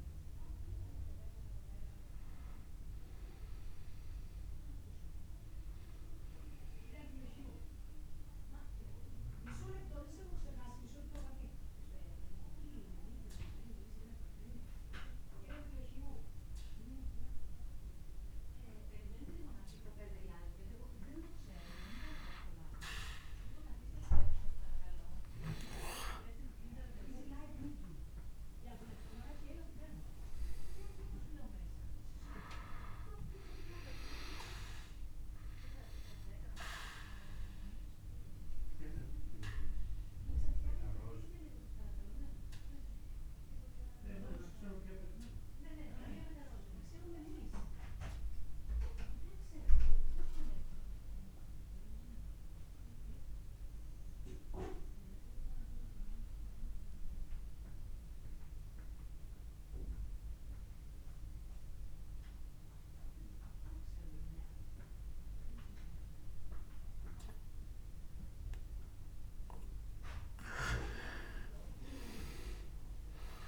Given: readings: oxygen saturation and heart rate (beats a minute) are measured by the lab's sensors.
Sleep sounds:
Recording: breathing in sleep by a room microphone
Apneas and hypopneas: 2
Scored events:
0.00-14.50 s: oxygen desaturation (device-marked, oxygen 85% lowest)
5.00-20.00 s: obstructive apnea (oxygen 93% before, 85% lowest, heart rate 36 before, 26 extreme, up 22 after)
23.00-28.00 s: arousal
37.00-68.50 s: obstructive apnea (oxygen 100% before, 88% lowest)
69.50-73.48 s: oxygen desaturation (device-marked, oxygen 98% before, 88% lowest)
70.50-73.48 s: arousal
From the record:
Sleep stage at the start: N2 (light sleep)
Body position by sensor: on the back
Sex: male

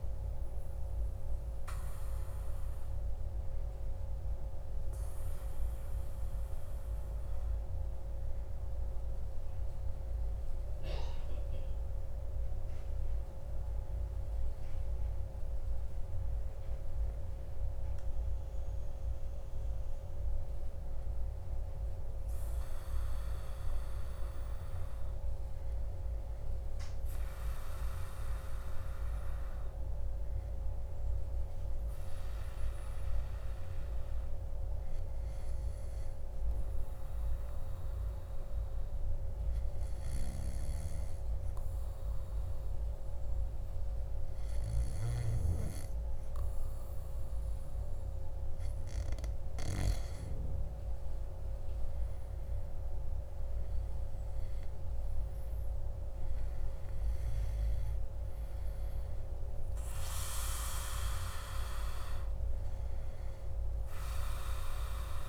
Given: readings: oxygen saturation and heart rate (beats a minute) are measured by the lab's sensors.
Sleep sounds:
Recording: breathing in sleep, hard to hear, by a room microphone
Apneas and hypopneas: 1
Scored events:
10.50-14.50 s: arousal
37.00-49.00 s: obstructive apnea (oxygen 99% before, 96% lowest, heart rate 56 before, 54 extreme, up 5 after)
51.50-55.00 s: arousal
From the record:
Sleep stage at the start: N2 (light sleep)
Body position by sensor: on the back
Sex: male

